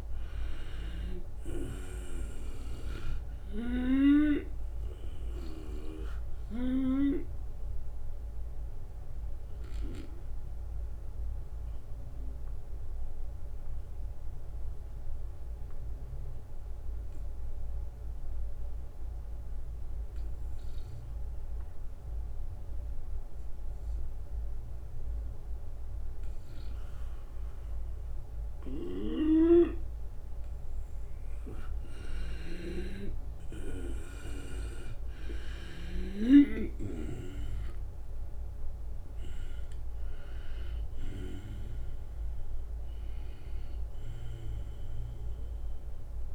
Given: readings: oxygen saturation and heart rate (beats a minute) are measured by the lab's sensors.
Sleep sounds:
breathing in sleep by a room microphone; 1
0.00-4.00 s: snoring (device-marked)
0.00-9.00 s: drop in pulse transit time (device-marked, heart rate 78 extreme)
0.00-21.00 s: oxygen desaturation (device-marked, oxygen 91% lowest, heart rate 75 extreme)
6.00-9.50 s: snoring (device-marked)
10.50-28.00 s: obstructive apnea (oxygen 97% before, 90% lowest, heart rate 78 before, 75 extreme, up 3 after)
28.00-35.50 s: snoring (device-marked)
32.00-46.34 s: oxygen desaturation (device-marked, oxygen 97% before, 90% lowest, heart rate 77 before, 73 extreme)
33.50-40.00 s: arousal
36.00-46.34 s: drop in pulse transit time (device-marked, heart rate 78 before, 78 extreme)
From the record:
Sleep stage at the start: N2 (light sleep); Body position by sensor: on the right side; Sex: male

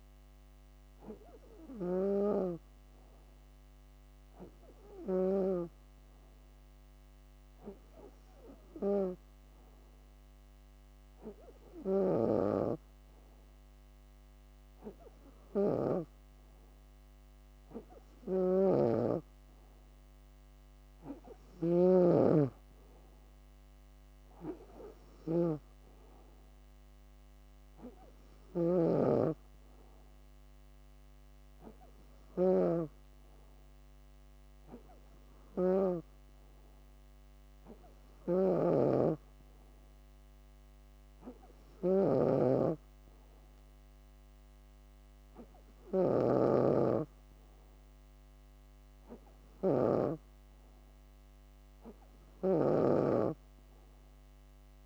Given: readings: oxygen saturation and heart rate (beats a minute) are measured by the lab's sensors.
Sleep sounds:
breathing in sleep by a microphone on the trachea; none
0.00-5.00 s: snoring (device-marked)
11.50-15.50 s: snoring (device-marked)
17.50-35.50 s: snoring (device-marked)
37.50-54.85 s: snoring (device-marked)
From the record:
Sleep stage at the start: N2 (light sleep); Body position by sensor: on the back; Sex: female

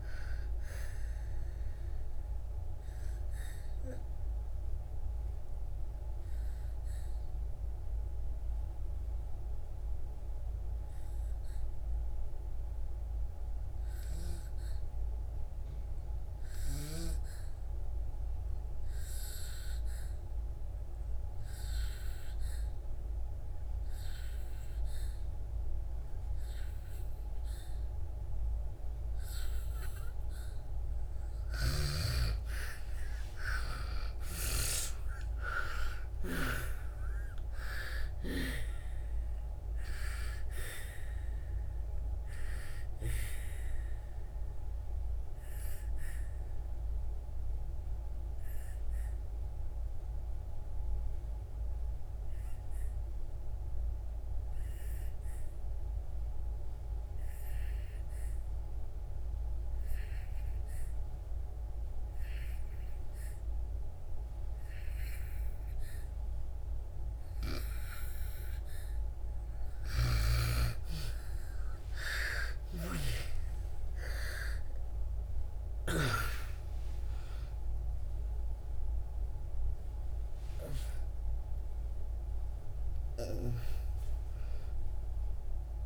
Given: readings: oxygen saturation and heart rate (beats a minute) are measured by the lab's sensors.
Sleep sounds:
breathing in sleep by a room microphone; 2
0.00-18.50 s: oxygen desaturation (device-marked, oxygen 81% lowest, heart rate 60 extreme)
2.50-30.50 s: obstructive apnea (oxygen 98% before, 81% lowest, heart rate 72 before, 60 extreme, up 23 after)
24.50-57.50 s: oxygen desaturation (device-marked, oxygen 99% before, 83% lowest, heart rate 64 before, 59 extreme)
32.50-36.00 s: arousal
44.50-69.50 s: obstructive apnea (oxygen 99% before, 82% lowest, heart rate 76 before, 59 extreme, up 13 after)
64.50-85.86 s: new sleep stage, awake
67.50-85.86 s: oxygen desaturation (device-marked, oxygen 99% before, 82% lowest, heart rate 63 before, 65 extreme)
69.50-76.00 s: snoring (device-marked)
From the record:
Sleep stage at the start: N2 (light sleep); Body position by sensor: on the back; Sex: female

